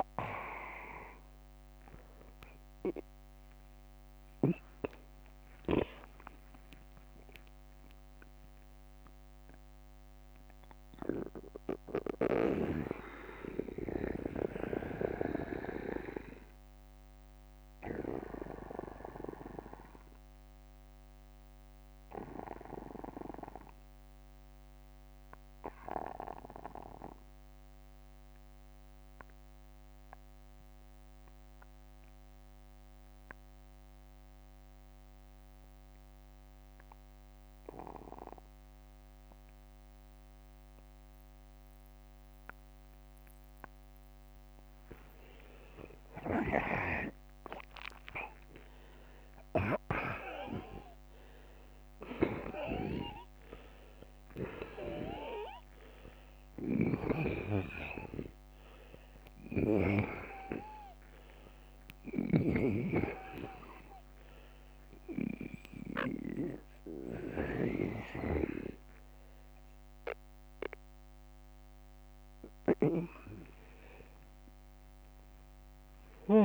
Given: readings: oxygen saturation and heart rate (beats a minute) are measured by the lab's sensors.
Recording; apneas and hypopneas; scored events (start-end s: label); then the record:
breathing in sleep by a microphone on the trachea; 1
3.50-7.00 s: arousal
5.50-7.50 s: long interval between heartbeats (device-marked, heart rate 79 before, 80 extreme)
9.00-46.00 s: obstructive apnea (oxygen 95% before, 81% lowest, heart rate 78 before, 39 extreme, up 21 after)
10.00-33.00 s: oxygen desaturation (device-marked, oxygen 92% before, 84% lowest, heart rate 77 before, 39 extreme)
24.50-26.50 s: long interval between heartbeats (device-marked, heart rate 70 before, 55 extreme)
44.50-46.50 s: long interval between heartbeats (device-marked, heart rate 51 before, 64 extreme)
47.00-49.00 s: long interval between heartbeats (device-marked, heart rate 53 before, 65 extreme)
47.50-51.00 s: arousal
54.00-56.00 s: long interval between heartbeats (device-marked, heart rate 60 before, 63 extreme)
56.00-62.00 s: snoring (device-marked)
65.00-76.44 s: oxygen desaturation (device-marked, oxygen 96% before, 81% lowest, heart rate 63 before, 45 extreme)
73.00-76.44 s: arousal
From the record:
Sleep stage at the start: N2 (light sleep); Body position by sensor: on the back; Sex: male